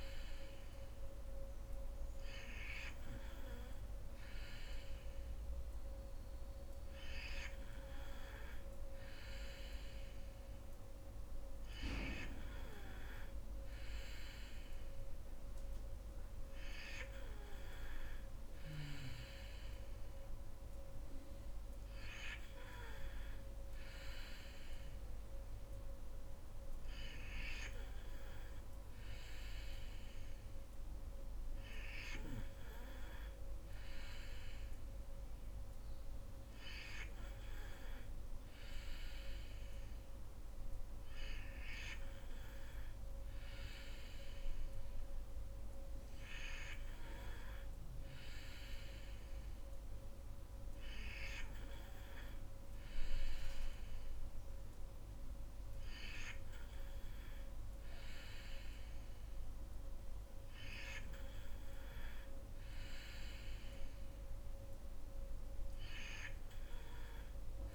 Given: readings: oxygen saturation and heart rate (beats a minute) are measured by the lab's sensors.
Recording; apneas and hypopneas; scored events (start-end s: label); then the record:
breathing in sleep by a room microphone; none
none scored
From the record:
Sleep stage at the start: N3 (deep sleep); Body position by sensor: on the back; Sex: female